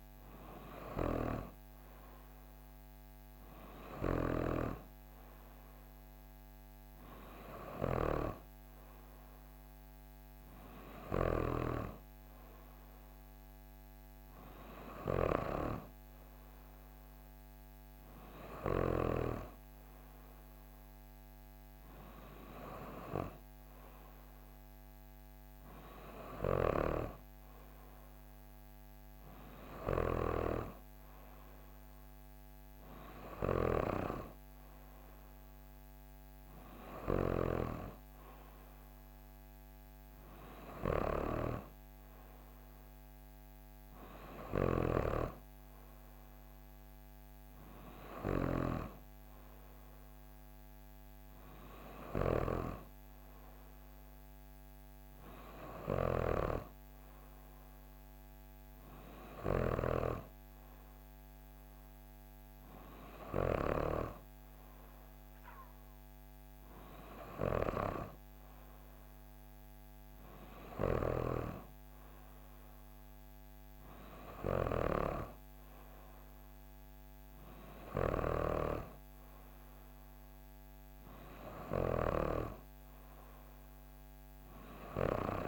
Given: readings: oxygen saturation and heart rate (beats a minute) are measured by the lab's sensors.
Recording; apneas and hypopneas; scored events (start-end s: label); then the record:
breathing in sleep by a microphone on the trachea; none
none scored
From the record:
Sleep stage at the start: N3 (deep sleep); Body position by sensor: on the back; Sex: female